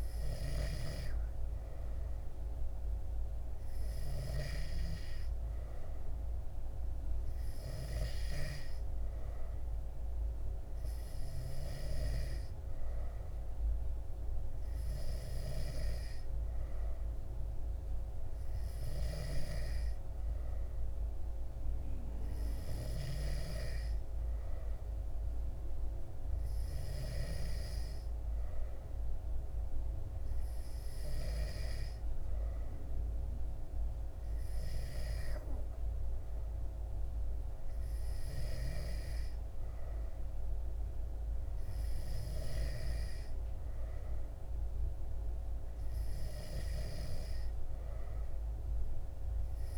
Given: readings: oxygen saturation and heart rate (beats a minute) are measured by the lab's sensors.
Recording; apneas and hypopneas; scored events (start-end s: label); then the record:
breathing in sleep by a room microphone; none
none scored
From the record:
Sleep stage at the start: N2 (light sleep); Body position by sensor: on the back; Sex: male